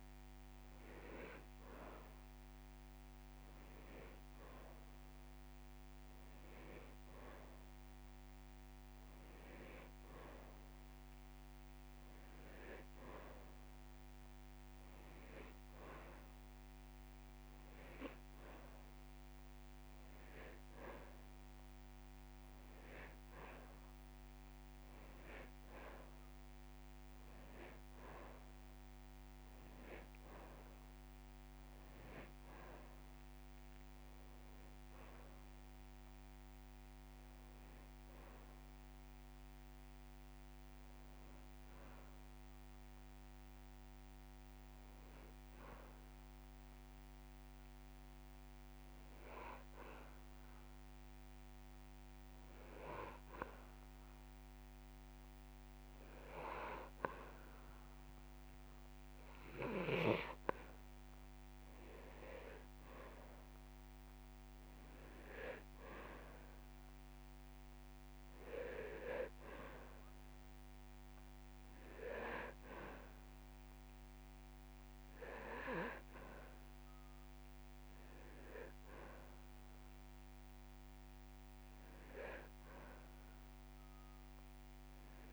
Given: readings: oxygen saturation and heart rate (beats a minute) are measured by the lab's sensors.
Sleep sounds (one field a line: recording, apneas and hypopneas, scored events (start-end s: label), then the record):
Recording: breathing in sleep by a microphone on the trachea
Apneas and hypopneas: 1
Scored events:
34.50-50.50 s: drop in pulse transit time (device-marked)
36.00-40.00 s: arousal
44.00-58.00 s: hypopnea (oxygen 97% before, 94% lowest)
60.00-63.50 s: arousal
62.50-77.50 s: drop in pulse transit time (device-marked)
65.50-85.33 s: oxygen desaturation (device-marked, oxygen 97% before, 94% lowest)
From the record:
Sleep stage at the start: N2 (light sleep)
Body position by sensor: on the back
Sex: male